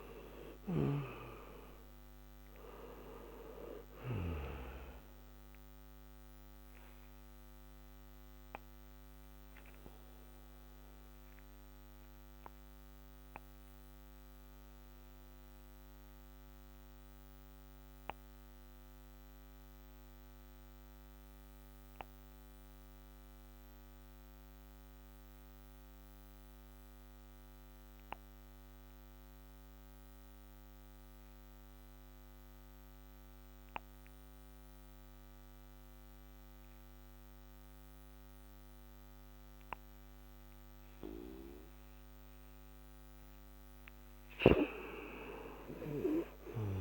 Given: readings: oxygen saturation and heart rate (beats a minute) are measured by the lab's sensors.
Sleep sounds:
breathing in sleep by a microphone on the trachea; 1
0.00-0.50 s: snoring (device-marked)
0.00-1.00 s: arousal
0.00-6.00 s: oxygen desaturation (device-marked, oxygen 97% before, 89% lowest, heart rate 63 before, 58 extreme)
12.00-42.00 s: obstructive apnea (oxygen 97% before, 88% lowest, heart rate 75 before, 57 extreme, up 10 after)
14.00-27.00 s: oxygen desaturation (device-marked, oxygen 94% before, 90% lowest, heart rate 75 before, 58 extreme)
44.00-46.81 s: oxygen desaturation (device-marked, oxygen 97% before, 88% lowest, heart rate 61 before, 57 extreme)
45.50-46.81 s: arousal
From the record:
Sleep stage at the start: N2 (light sleep); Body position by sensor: on the back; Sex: male

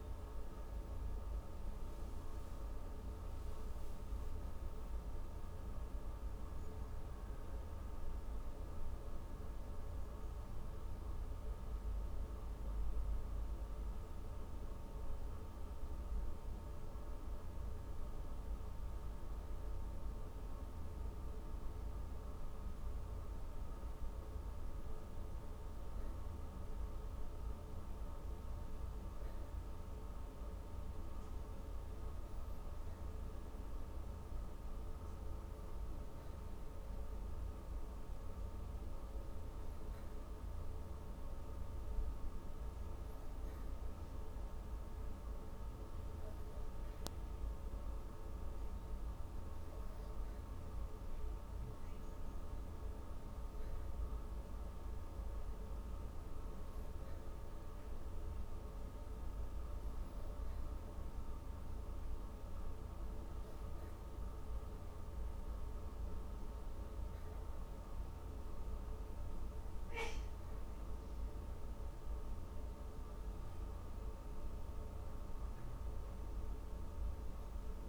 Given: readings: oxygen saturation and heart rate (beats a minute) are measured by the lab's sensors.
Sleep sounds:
breathing in sleep, hard to hear, by a room microphone; 1
1.00-5.00 s: arousal
9.50-25.00 s: hypopnea (oxygen 99% before, 96% lowest, heart rate 145 before, 126 extreme, up 15 after)
16.00-77.89 s: new sleep stage, N2 (light sleep)
25.00-43.00 s: oxygen desaturation (device-marked, oxygen 100% before, 96% lowest, heart rate 148 before, 115 extreme)
27.50-31.50 s: arousal
From the record:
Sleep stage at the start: N1 (lightest sleep); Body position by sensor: on the back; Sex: female

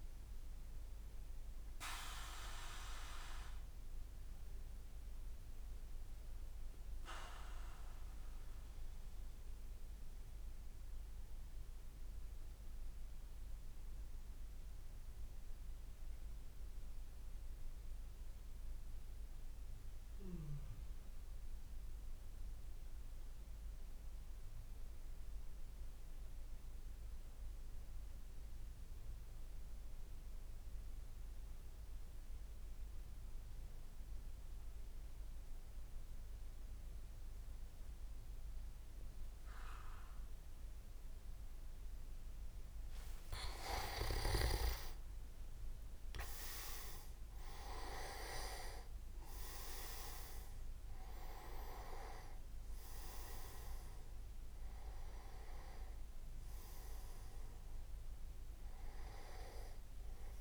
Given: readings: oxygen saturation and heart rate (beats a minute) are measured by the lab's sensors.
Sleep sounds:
breathing in sleep by a room microphone; 1
2.50-43.50 s: mixed apnea (oxygen 97% before, 94% lowest, heart rate 71 before, 59 extreme, up 7 after)
35.50-57.50 s: oxygen desaturation (device-marked, oxygen 99% before, 94% lowest, heart rate 64 before, 59 extreme)
43.00-45.50 s: leg movement (device-marked)
44.50-49.00 s: arousal
From the record:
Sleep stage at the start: N2 (light sleep); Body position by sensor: on the back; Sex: male

